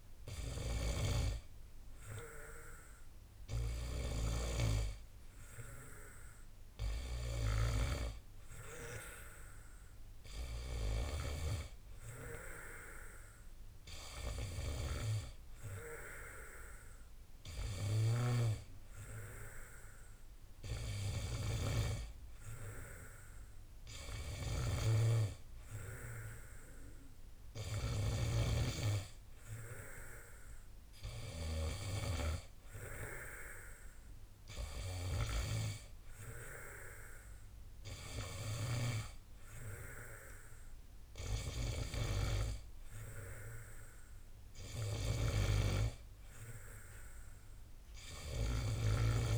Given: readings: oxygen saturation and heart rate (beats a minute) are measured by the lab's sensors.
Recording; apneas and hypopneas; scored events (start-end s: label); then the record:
breathing in sleep by a room microphone; none
none scored
From the record:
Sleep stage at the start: N2 (light sleep); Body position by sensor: on the back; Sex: male